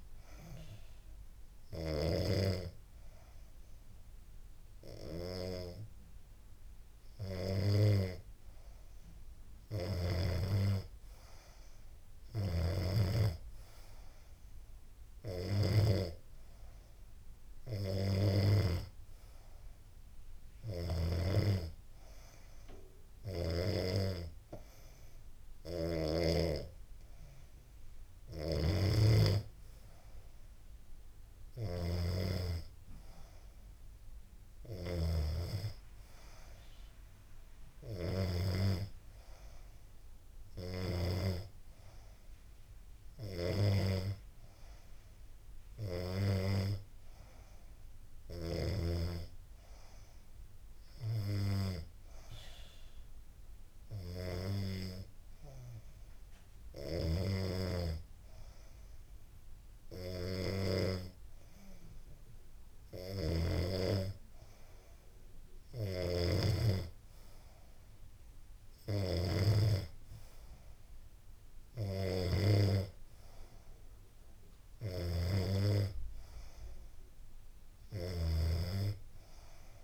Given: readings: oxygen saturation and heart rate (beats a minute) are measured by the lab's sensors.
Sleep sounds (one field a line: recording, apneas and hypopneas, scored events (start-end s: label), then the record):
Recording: breathing in sleep by a room microphone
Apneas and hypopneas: none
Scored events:
11.00-25.00 s: snoring (device-marked)
61.50-65.50 s: snoring (device-marked)
73.50-79.84 s: snoring (device-marked)
From the record:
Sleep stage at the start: N2 (light sleep)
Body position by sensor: on the back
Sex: female